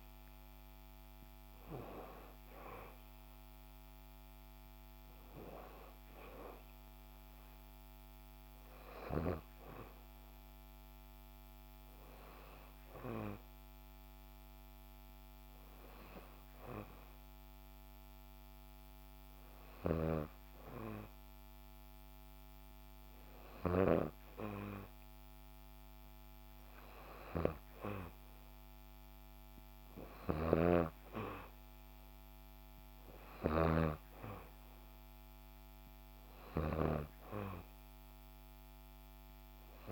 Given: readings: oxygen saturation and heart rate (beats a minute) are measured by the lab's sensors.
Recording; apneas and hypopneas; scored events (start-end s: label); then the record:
breathing in sleep by a microphone on the trachea; 1
0.00-1.50 s: arousal
5.50-20.50 s: hypopnea (oxygen 93% before, 93% lowest, heart rate 65 before, 62 extreme, up 3 after)
25.50-30.50 s: arousal
From the record:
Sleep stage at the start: N2 (light sleep); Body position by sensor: on the back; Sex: female